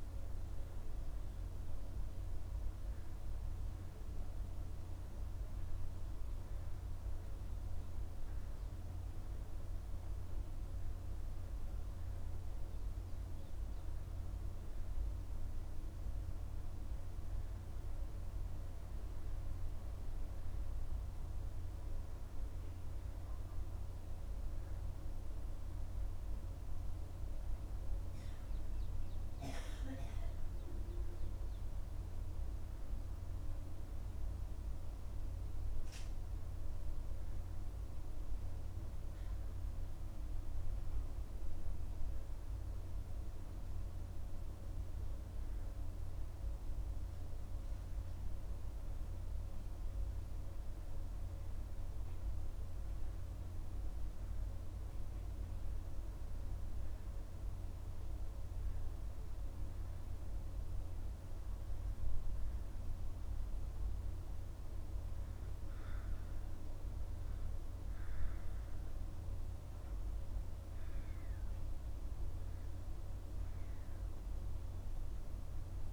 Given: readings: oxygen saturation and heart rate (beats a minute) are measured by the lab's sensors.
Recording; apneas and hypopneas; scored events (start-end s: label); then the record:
breathing in sleep, hard to hear, by a room microphone; none
none scored
From the record:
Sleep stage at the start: N2 (light sleep); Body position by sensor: on the back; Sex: male